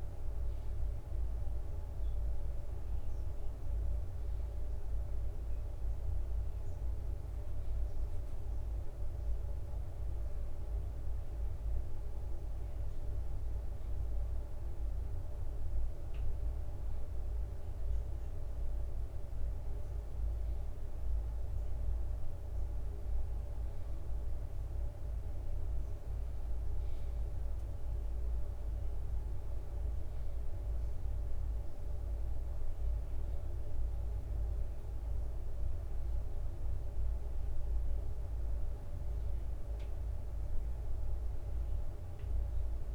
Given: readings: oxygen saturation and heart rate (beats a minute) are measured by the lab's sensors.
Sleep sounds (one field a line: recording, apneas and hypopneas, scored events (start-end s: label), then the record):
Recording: a person awake in a sleep study, hard to hear, by a room microphone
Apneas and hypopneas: none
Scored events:
0.00-42.94 s: bradycardia (device-marked, heart rate 55 extreme)
38.00-42.94 s: new sleep stage, N1 (lightest sleep)
From the record:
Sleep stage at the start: awake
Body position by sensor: on the back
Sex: male